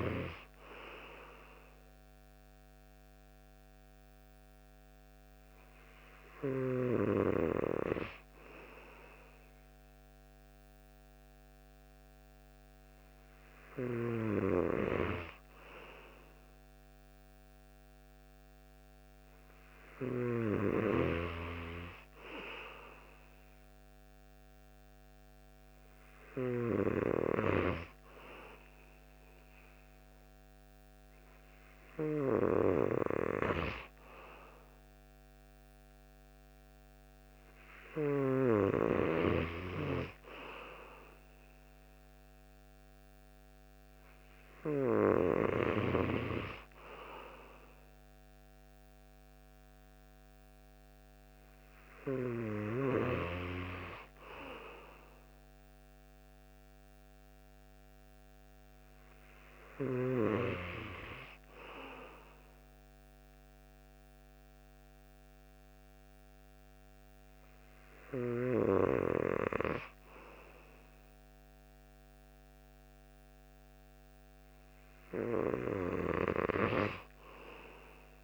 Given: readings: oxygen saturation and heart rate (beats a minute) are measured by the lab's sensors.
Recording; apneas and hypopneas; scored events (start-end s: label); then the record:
breathing in sleep by a microphone on the trachea; none
none scored
From the record:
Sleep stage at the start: N2 (light sleep); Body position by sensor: on the right side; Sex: male